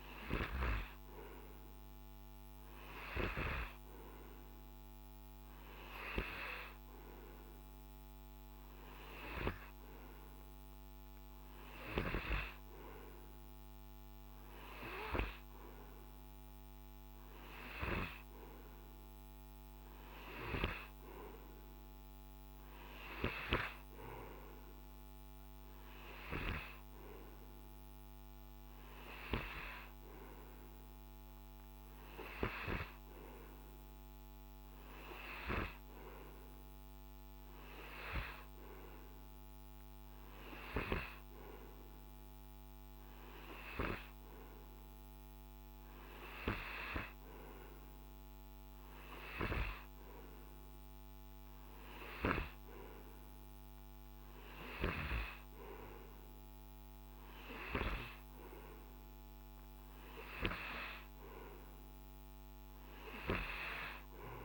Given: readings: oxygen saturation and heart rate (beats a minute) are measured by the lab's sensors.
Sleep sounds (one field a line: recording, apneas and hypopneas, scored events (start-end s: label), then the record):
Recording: breathing in sleep by a microphone on the trachea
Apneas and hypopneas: none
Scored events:
none scored
From the record:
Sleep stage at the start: N2 (light sleep)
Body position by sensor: on the right side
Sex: male